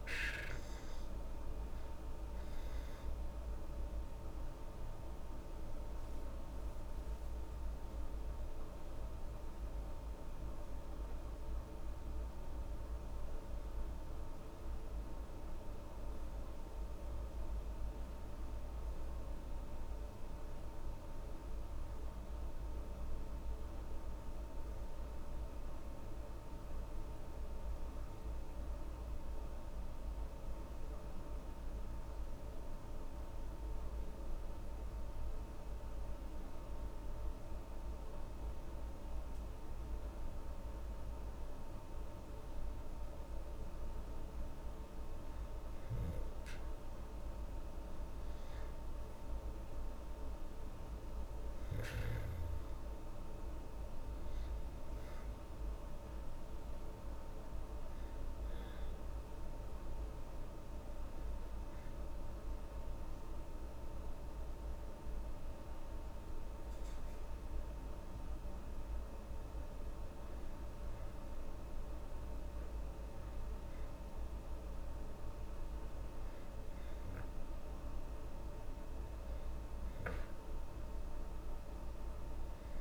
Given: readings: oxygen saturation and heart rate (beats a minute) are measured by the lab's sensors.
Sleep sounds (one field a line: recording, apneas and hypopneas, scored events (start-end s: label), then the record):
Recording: breathing in sleep, hard to hear, by a room microphone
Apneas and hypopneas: none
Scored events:
2.00-6.50 s: arousal
From the record:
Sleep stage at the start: N2 (light sleep)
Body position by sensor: on the back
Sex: female